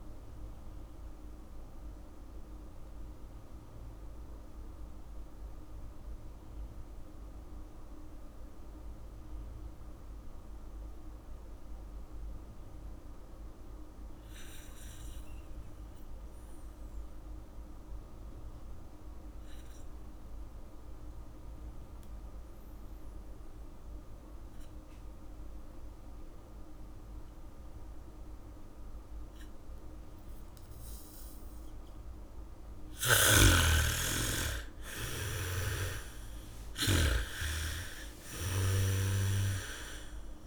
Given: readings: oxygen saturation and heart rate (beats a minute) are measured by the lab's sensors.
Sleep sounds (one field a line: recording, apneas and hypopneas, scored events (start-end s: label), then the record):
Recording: breathing in sleep by a room microphone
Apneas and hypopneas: 1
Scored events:
0.00-14.00 s: oxygen desaturation (device-marked, oxygen 75% lowest, heart rate 40 extreme)
1.50-33.50 s: mixed apnea (oxygen 99% before, 75% lowest, heart rate 64 before, 39 extreme, up 0 after)
25.00-40.47 s: oxygen desaturation (device-marked, oxygen 99% before, 76% lowest, heart rate 76 before, 39 extreme)
30.00-39.00 s: bradycardia (device-marked, heart rate 70 before, 40 extreme)
33.50-37.50 s: snoring (device-marked)
35.50-39.50 s: arousal
From the record:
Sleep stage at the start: N2 (light sleep)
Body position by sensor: on the back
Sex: female